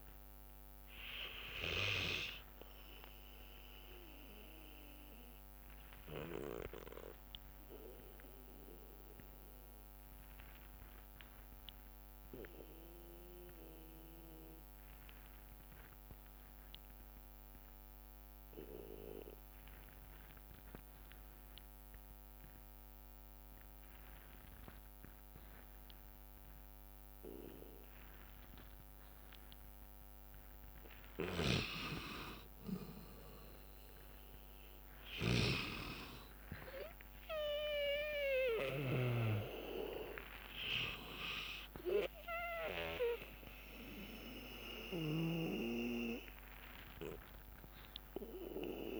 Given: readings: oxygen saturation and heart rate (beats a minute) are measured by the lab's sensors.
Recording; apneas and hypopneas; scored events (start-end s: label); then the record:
breathing in sleep by a microphone on the trachea; 1
0.00-7.50 s: oxygen desaturation (device-marked, oxygen 89% lowest, heart rate 56 extreme)
4.50-17.50 s: bradycardia (device-marked, heart rate 65 before, 56 extreme)
6.00-30.00 s: obstructive apnea (oxygen 97% before, 91% lowest, heart rate 69 before, 56 extreme, up 4 after)
27.50-49.00 s: oxygen desaturation (device-marked, oxygen 99% before, 91% lowest, heart rate 59 before, 58 extreme)
32.50-37.00 s: arousal
35.00-39.00 s: snoring (device-marked)
36.50-38.50 s: bradycardia (device-marked, heart rate 64 before, 63 extreme)
45.50-49.00 s: bradycardia (device-marked, heart rate 64 before, 59 extreme)
From the record:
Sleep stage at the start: N2 (light sleep); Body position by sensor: on the back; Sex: male